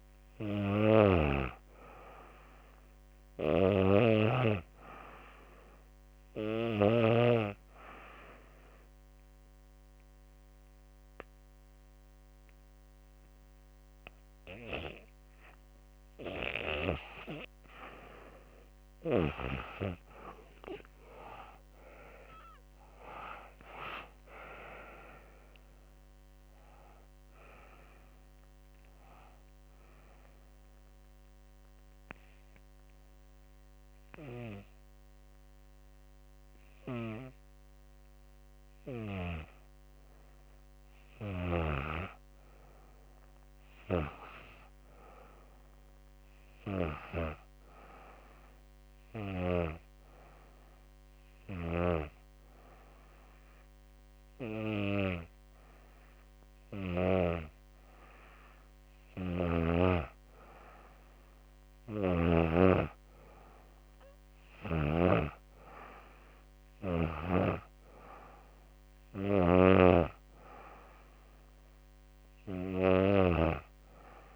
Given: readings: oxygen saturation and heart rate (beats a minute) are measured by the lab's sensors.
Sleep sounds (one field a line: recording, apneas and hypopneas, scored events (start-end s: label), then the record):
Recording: breathing in sleep by a microphone on the trachea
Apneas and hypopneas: 3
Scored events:
0.00-6.00 s: snoring (device-marked)
6.50-16.50 s: obstructive apnea (oxygen 94% before, 88% lowest, heart rate 78 before, 72 extreme, up 9 after)
22.00-26.00 s: arousal
28.50-39.00 s: obstructive apnea (oxygen 93% before, 88% lowest, heart rate 76 before, 74 extreme, up 2 after)
29.00-41.00 s: oxygen desaturation (device-marked, oxygen 93% before, 88% lowest, heart rate 77 before, 74 extreme)
42.00-45.00 s: arousal
48.00-58.00 s: hypopnea (oxygen 98% before, 89% lowest, heart rate 78 before, 72 extreme, up 3 after)
60.00-64.00 s: arousal
From the record:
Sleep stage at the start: N2 (light sleep)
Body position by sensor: on the back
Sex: female